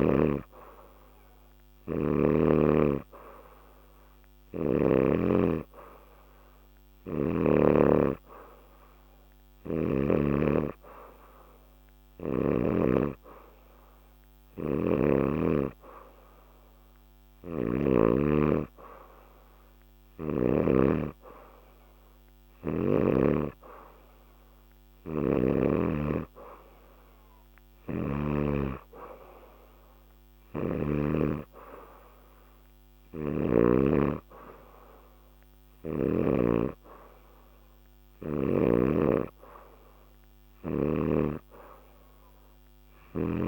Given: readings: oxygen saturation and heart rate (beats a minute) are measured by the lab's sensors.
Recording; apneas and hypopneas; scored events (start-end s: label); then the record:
breathing in sleep by a microphone on the trachea; none
9.00-12.50 s: snoring (device-marked)
17.00-20.50 s: snoring (device-marked)
30.00-33.50 s: snoring (device-marked)
From the record:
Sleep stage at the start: N2 (light sleep); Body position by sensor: on the back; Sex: female